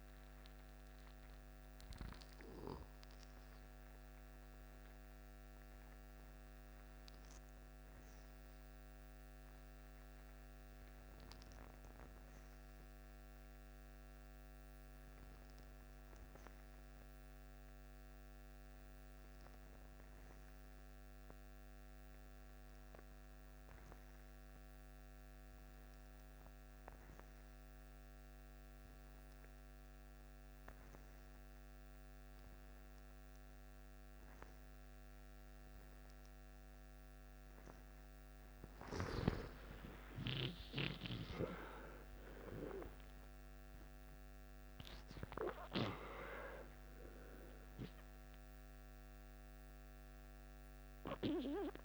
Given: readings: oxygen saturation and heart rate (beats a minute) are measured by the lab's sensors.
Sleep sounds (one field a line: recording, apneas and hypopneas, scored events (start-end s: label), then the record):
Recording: breathing in sleep by a microphone on the trachea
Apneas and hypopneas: 1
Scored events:
1.50-14.50 s: oxygen desaturation (device-marked, oxygen 93% before, 89% lowest, heart rate 70 before, 54 extreme)
6.00-38.00 s: mixed apnea (oxygen 96% before, 87% lowest, heart rate 71 before, 54 extreme, up 14 after)
26.50-51.85 s: oxygen desaturation (device-marked, oxygen 99% before, 87% lowest, heart rate 58 before, 53 extreme)
40.00-43.00 s: arousal
From the record:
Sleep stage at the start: N2 (light sleep)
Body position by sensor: on the back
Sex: male